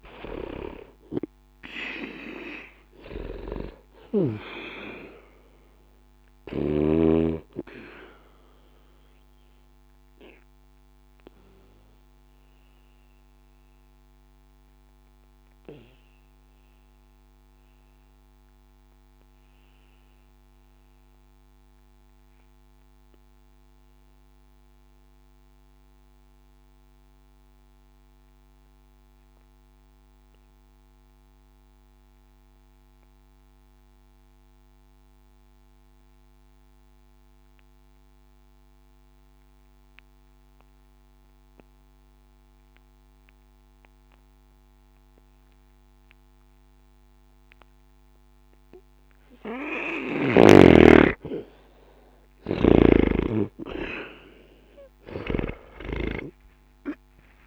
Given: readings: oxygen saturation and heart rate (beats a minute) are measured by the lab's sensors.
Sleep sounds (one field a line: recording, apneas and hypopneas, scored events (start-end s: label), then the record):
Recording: breathing in sleep by a microphone on the trachea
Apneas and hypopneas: 1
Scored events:
0.00-31.00 s: oxygen desaturation (device-marked, oxygen 76% lowest, heart rate 60 extreme)
9.00-49.00 s: obstructive apnea (oxygen 96% before, 76% lowest, heart rate 64 before, 60 extreme, up 1 after)
49.00-57.47 s: oxygen desaturation (device-marked, oxygen 99% before, 78% lowest, heart rate 61 before, 59 extreme)
52.50-57.47 s: arousal
From the record:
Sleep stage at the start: N2 (light sleep)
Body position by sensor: on the back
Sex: male